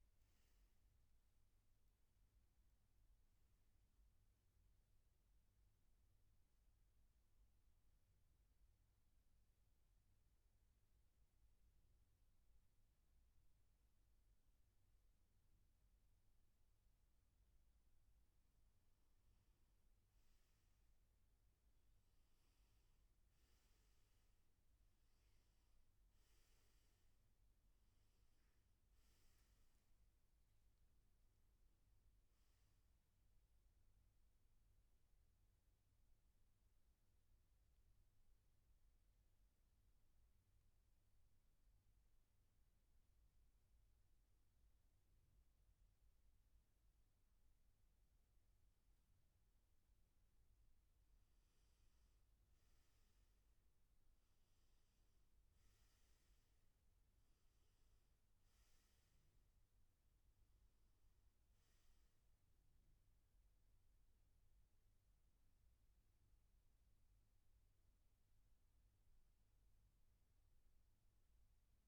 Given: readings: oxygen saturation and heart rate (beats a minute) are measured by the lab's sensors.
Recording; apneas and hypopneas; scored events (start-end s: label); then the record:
breathing in sleep, hard to hear, by a room microphone; none
23.00-43.00 s: oxygen desaturation (device-marked, oxygen 96% before, 91% lowest, heart rate 68 before, 61 extreme)
55.00-71.88 s: oxygen desaturation (device-marked, oxygen 97% before, 92% lowest, heart rate 65 before, 61 extreme)
From the record:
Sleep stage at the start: N2 (light sleep); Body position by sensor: on the back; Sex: male